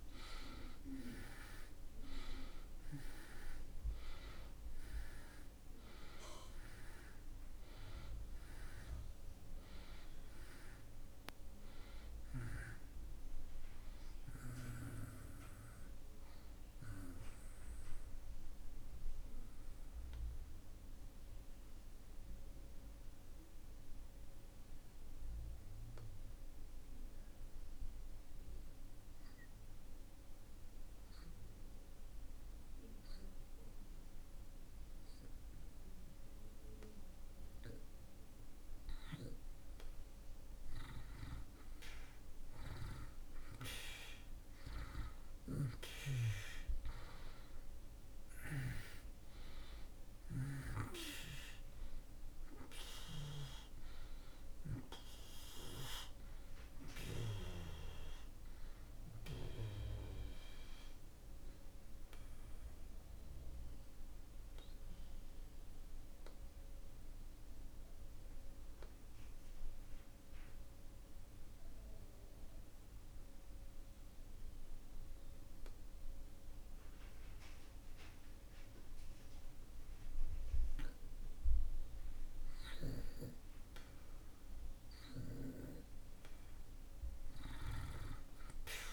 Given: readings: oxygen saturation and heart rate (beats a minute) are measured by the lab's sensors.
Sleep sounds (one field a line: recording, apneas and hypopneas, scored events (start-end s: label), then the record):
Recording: breathing in sleep by a room microphone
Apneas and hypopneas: 2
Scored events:
0.00-1.00 s: arousal
5.00-34.00 s: oxygen desaturation (device-marked, oxygen 92% before, 74% lowest)
19.00-39.50 s: obstructive apnea (oxygen 92% before, 74% lowest)
42.50-47.00 s: arousal
49.00-63.00 s: oxygen desaturation (device-marked, oxygen 97% before, 84% lowest)
63.00-83.50 s: obstructive apnea (oxygen 97% before, 78% lowest)
68.00-80.00 s: oxygen desaturation (device-marked, oxygen 96% before, 81% lowest)
87.00-88.93 s: arousal
From the record:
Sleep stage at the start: REM sleep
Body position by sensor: on the back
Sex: male